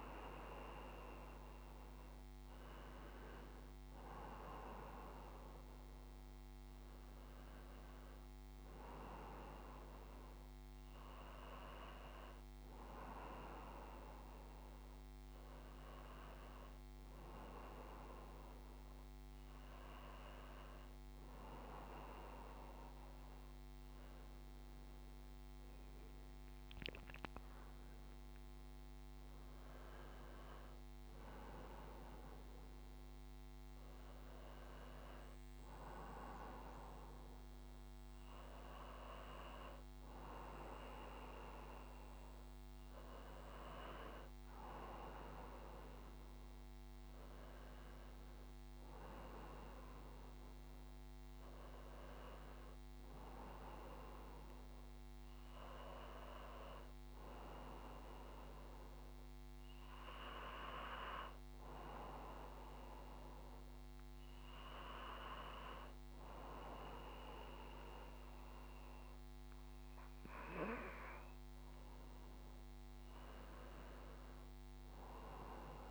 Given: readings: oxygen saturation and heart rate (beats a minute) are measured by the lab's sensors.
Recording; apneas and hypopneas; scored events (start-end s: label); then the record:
breathing in sleep by a microphone on the trachea; none
none scored
From the record:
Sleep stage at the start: N1 (lightest sleep); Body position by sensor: on the back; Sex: male